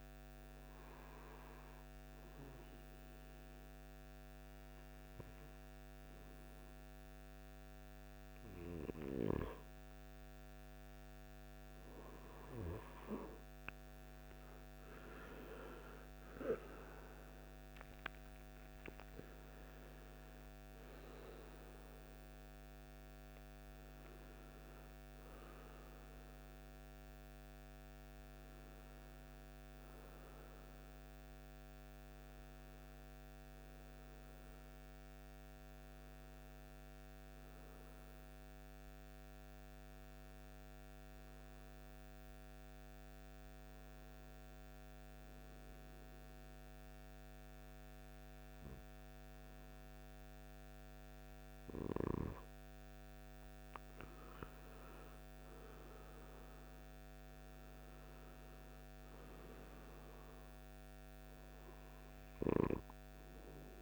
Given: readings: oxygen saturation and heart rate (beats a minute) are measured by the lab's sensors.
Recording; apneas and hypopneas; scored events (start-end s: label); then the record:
breathing in sleep by a microphone on the trachea; none
14.00-19.50 s: arousal
From the record:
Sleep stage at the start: N2 (light sleep); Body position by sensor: on the right side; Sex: male